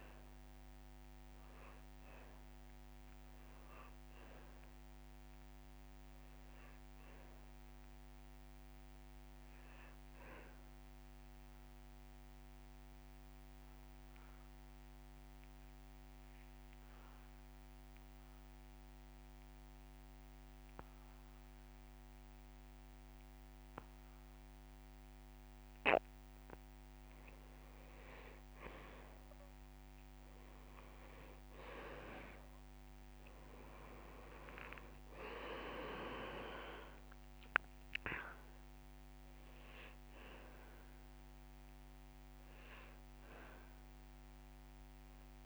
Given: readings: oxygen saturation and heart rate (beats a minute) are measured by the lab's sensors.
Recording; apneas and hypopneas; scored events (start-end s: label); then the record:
breathing in sleep by a microphone on the trachea; 1
0.00-1.50 s: oxygen desaturation (device-marked, oxygen 90% lowest)
4.50-7.50 s: arousal
12.00-27.00 s: mixed apnea (oxygen 98% before, 90% lowest)
26.50-28.50 s: long interval between heartbeats (device-marked)
31.50-35.00 s: arousal
From the record:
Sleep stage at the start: N2 (light sleep); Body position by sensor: on the back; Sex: male